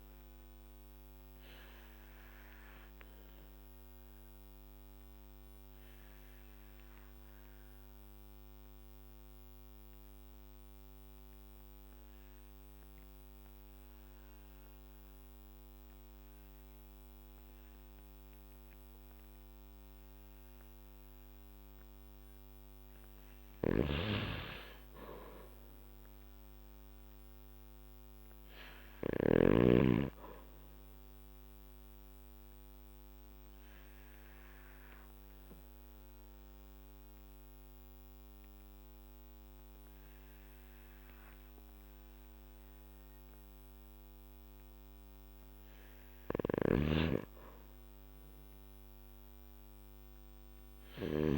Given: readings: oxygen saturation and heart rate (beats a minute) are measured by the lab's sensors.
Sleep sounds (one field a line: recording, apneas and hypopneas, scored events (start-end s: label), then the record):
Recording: breathing in sleep by a microphone on the trachea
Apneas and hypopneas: 2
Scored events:
2.00-21.00 s: obstructive apnea (oxygen 96% before, 90% lowest, heart rate 53 before, 49 extreme, up 7 after)
21.50-31.50 s: oxygen desaturation (device-marked, oxygen 96% before, 91% lowest, heart rate 53 before, 49 extreme)
23.50-29.50 s: snoring (device-marked)
24.00-28.50 s: arousal
32.50-45.50 s: obstructive apnea (oxygen 96% before, 90% lowest, heart rate 53 before, 49 extreme, up 7 after)
46.00-51.38 s: snoring (device-marked)
47.50-51.00 s: arousal
From the record:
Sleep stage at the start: N2 (light sleep)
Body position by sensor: on the back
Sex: male